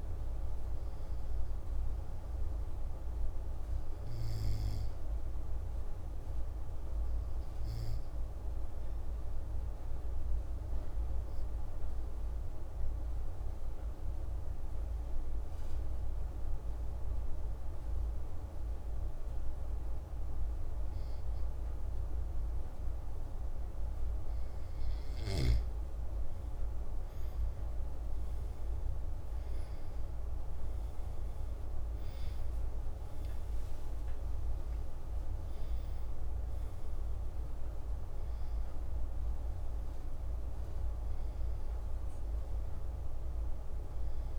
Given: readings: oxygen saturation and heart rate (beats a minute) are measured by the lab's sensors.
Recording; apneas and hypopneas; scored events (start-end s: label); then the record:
breathing in sleep, hard to hear, by a room microphone; 1
0.00-11.50 s: oxygen desaturation (device-marked, oxygen 93% lowest)
5.00-24.50 s: obstructive apnea (oxygen 97% before, 93% lowest)
27.50-33.00 s: arousal
32.50-44.39 s: oxygen desaturation (device-marked, oxygen 97% before, 93% lowest)
From the record:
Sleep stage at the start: N2 (light sleep); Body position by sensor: on the back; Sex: male